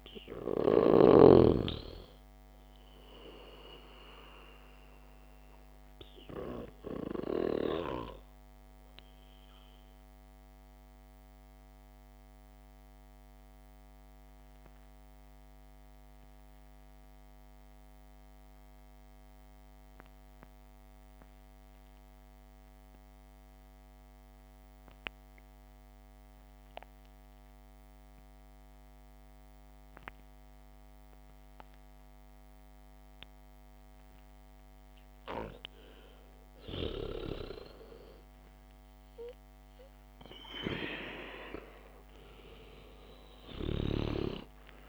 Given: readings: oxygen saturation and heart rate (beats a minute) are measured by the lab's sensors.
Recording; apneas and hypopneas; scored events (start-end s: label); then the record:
breathing in sleep by a microphone on the trachea; 1
0.00-5.50 s: oxygen desaturation (device-marked, oxygen 93% lowest, heart rate 62 extreme)
7.50-35.00 s: mixed apnea (oxygen 99% before, 92% lowest, heart rate 68 before, 64 extreme, up 6 after)
37.00-41.50 s: arousal
38.50-44.89 s: oxygen desaturation (device-marked, oxygen 98% before, 93% lowest, heart rate 69 before, 66 extreme)
From the record:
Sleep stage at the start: REM sleep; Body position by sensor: on the back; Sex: male